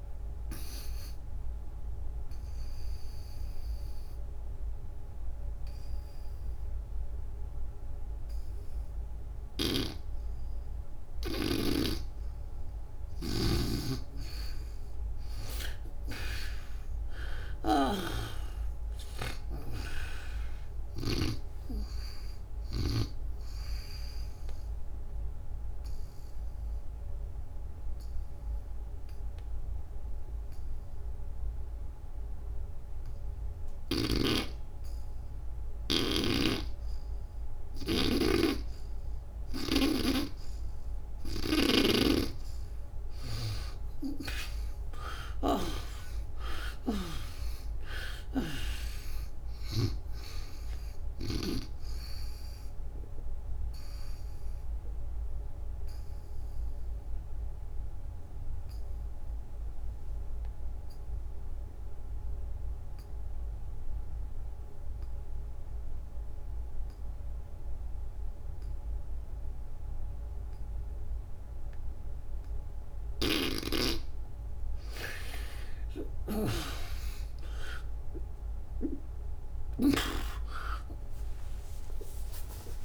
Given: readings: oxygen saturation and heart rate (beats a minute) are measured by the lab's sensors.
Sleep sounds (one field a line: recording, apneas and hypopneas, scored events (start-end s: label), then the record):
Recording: breathing in sleep by a room microphone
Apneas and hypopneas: 3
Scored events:
0.00-13.50 s: oxygen desaturation (device-marked, oxygen 75% lowest, heart rate 67 extreme)
1.50-12.00 s: obstructive apnea (oxygen 96% before, 75% lowest, heart rate 88 before, 67 extreme, up 22 after)
15.00-19.00 s: arousal
21.50-32.50 s: oxygen desaturation (device-marked, oxygen 93% before, 83% lowest, heart rate 83 before, 66 extreme)
24.50-39.00 s: obstructive apnea (oxygen 93% before, 74% lowest, heart rate 81 before, 66 extreme, up 25 after)
33.50-41.50 s: snoring (device-marked)
43.00-47.50 s: arousal
47.50-62.50 s: oxygen desaturation (device-marked, oxygen 95% before, 80% lowest, heart rate 77 before, 61 extreme)
52.50-73.00 s: obstructive apnea (oxygen 97% before, 74% lowest, heart rate 84 before, 61 extreme, up 29 after)
67.50-82.85 s: oxygen desaturation (device-marked, oxygen 97% before, 74% lowest, heart rate 84 before, 62 extreme)
73.00-82.85 s: snoring (device-marked)
76.00-79.50 s: arousal
From the record:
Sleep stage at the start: N2 (light sleep)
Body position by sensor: on the back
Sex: female